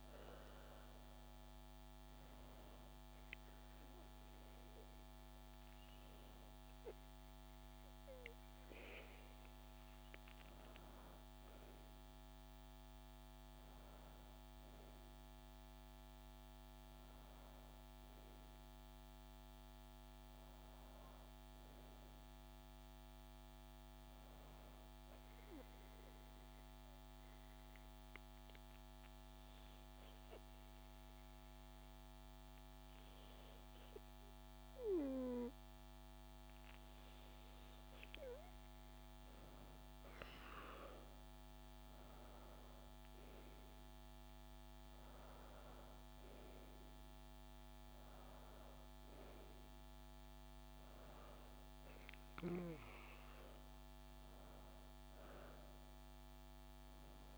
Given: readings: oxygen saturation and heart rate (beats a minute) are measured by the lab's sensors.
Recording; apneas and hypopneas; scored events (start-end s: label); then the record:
breathing in sleep by a microphone on the trachea; 1
25.00-38.50 s: obstructive apnea (oxygen 95% before, 94% lowest, heart rate 68 before, 66 extreme, up 6 after)
57.00-57.38 s: new sleep stage, awake
From the record:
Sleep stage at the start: N2 (light sleep); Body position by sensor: on the back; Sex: female